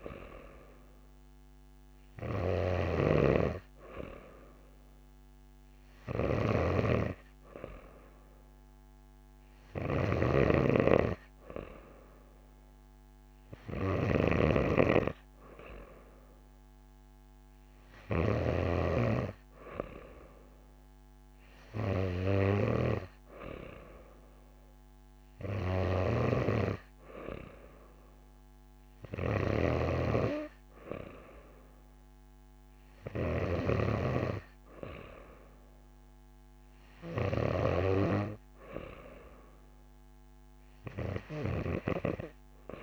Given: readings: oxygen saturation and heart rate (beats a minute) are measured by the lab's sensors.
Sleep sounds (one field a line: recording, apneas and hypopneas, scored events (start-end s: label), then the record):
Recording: breathing in sleep by a microphone on the trachea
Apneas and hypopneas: none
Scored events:
0.00-3.00 s: snoring (device-marked)
9.50-18.50 s: snoring (device-marked)
26.00-33.50 s: snoring (device-marked)
From the record:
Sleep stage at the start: N2 (light sleep)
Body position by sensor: on the back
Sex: female